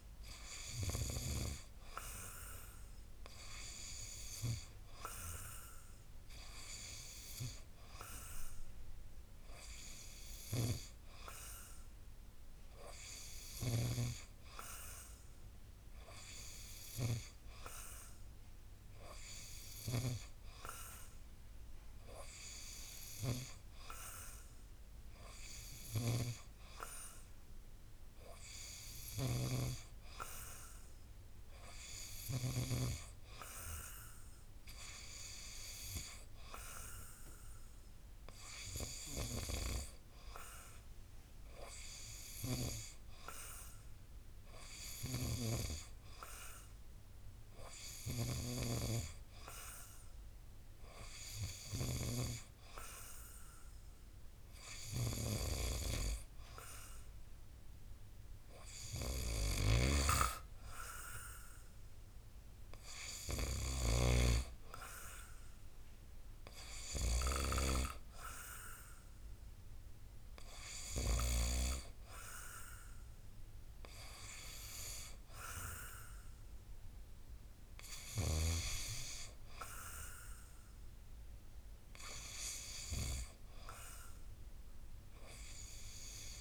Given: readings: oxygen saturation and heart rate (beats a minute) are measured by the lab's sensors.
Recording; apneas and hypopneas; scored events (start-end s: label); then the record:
breathing in sleep by a room microphone; none
29.00-32.50 s: snoring (device-marked)
59.50-71.50 s: snoring (device-marked)
From the record:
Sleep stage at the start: N2 (light sleep); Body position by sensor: on the back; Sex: male